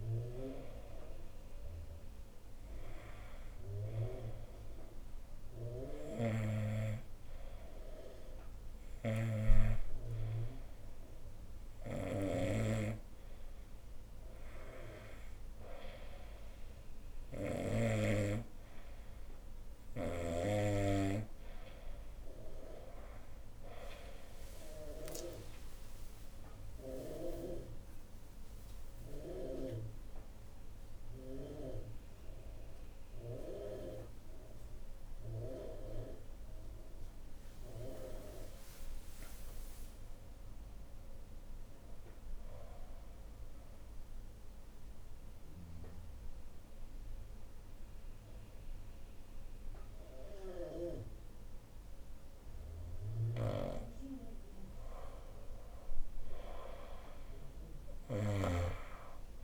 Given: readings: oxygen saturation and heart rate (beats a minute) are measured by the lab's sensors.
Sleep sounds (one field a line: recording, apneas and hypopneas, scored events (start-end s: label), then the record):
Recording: breathing in sleep by a room microphone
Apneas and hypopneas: 1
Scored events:
0.00-9.00 s: oxygen desaturation (device-marked, oxygen 87% lowest, heart rate 67 extreme)
5.50-17.50 s: snoring (device-marked)
26.00-32.00 s: arousal
43.00-54.00 s: obstructive apnea (oxygen 97% before, 91% lowest, heart rate 82 before, 62 extreme, up 10 after)
53.00-59.44 s: snoring (device-marked)
55.00-59.44 s: arousal
From the record:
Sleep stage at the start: N2 (light sleep)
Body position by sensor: on the back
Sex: female